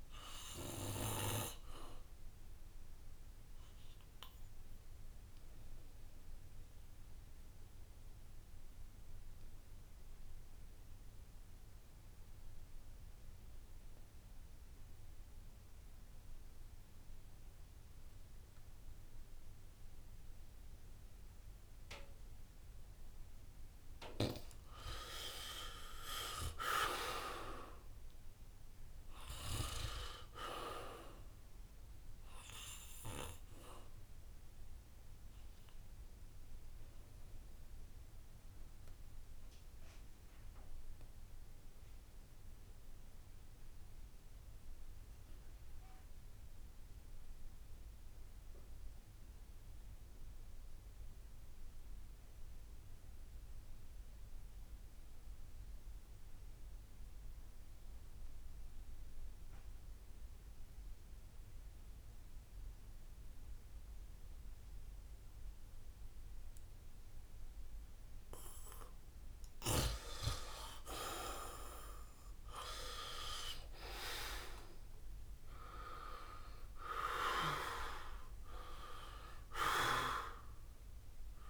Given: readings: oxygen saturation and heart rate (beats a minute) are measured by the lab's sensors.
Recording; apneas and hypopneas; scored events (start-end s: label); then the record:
breathing in sleep by a room microphone; 2
0.00-17.00 s: oxygen desaturation (device-marked, oxygen 79% lowest, heart rate 66 extreme)
3.50-23.50 s: obstructive apnea (oxygen 95% before, 79% lowest, heart rate 74 before, 65 extreme, up 6 after)
18.50-20.50 s: long interval between heartbeats (device-marked, heart rate 70 before, 67 extreme)
22.50-24.50 s: long interval between heartbeats (device-marked, heart rate 69 before, 73 extreme)
23.00-54.00 s: oxygen desaturation (device-marked, oxygen 96% before, 81% lowest, heart rate 69 before, 65 extreme)
26.50-30.00 s: arousal
38.00-68.50 s: obstructive apnea (oxygen 96% before, 78% lowest, heart rate 70 before, 65 extreme, up 10 after)
56.00-81.50 s: oxygen desaturation (device-marked, oxygen 97% before, 78% lowest, heart rate 66 before, 65 extreme)
65.50-67.50 s: long interval between heartbeats (device-marked, heart rate 67 before, 73 extreme)
70.00-73.50 s: arousal
From the record:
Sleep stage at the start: N2 (light sleep); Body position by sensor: on the back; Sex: male